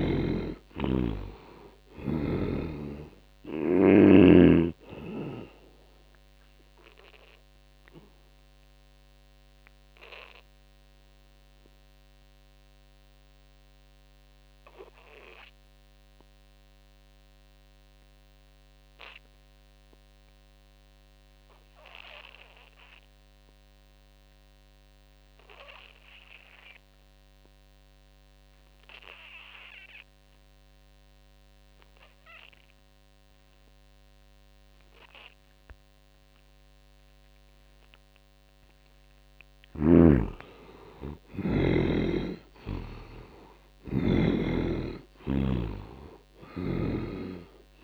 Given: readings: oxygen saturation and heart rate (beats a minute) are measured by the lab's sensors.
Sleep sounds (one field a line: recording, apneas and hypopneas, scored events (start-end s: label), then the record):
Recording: breathing in sleep by a microphone on the trachea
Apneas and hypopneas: 1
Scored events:
0.00-17.50 s: oxygen desaturation (device-marked, oxygen 72% lowest, heart rate 62 extreme)
6.00-39.00 s: obstructive apnea (oxygen 98% before, 71% lowest, heart rate 70 before, 63 extreme, up 11 after)
28.50-47.84 s: oxygen desaturation (device-marked, oxygen 98% before, 71% lowest, heart rate 77 before, 63 extreme)
36.50-47.84 s: new sleep stage, N1 (lightest sleep)
40.50-44.00 s: arousal
44.00-47.84 s: snoring (device-marked)
From the record:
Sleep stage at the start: N2 (light sleep)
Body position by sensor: on the back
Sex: male